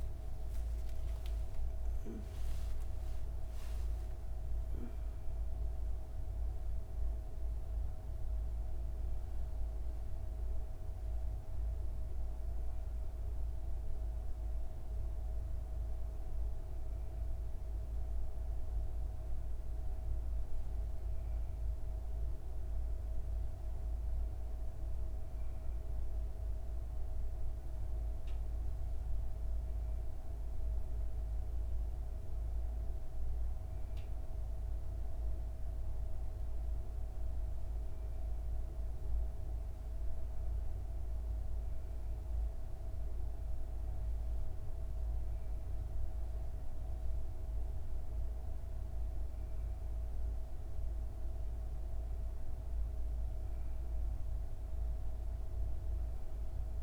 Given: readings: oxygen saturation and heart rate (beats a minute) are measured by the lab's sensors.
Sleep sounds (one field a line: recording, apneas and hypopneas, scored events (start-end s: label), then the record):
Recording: a person awake in a sleep study, hard to hear, by a room microphone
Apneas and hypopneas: none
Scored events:
none scored
From the record:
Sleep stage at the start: awake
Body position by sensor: on the back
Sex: female